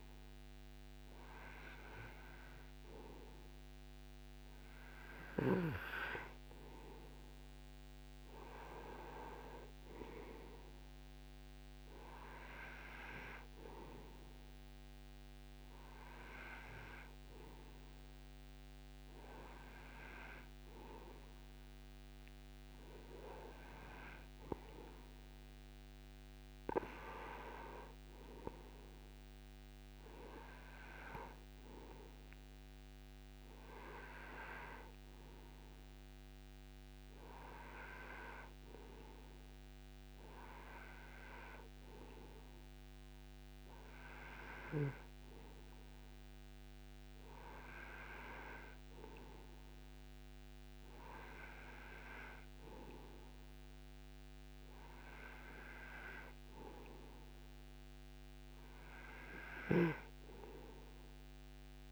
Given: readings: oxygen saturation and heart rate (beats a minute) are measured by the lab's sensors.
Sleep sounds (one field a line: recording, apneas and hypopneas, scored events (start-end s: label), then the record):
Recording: breathing in sleep by a microphone on the trachea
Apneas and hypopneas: none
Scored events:
none scored
From the record:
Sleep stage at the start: N2 (light sleep)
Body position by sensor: on the right side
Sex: male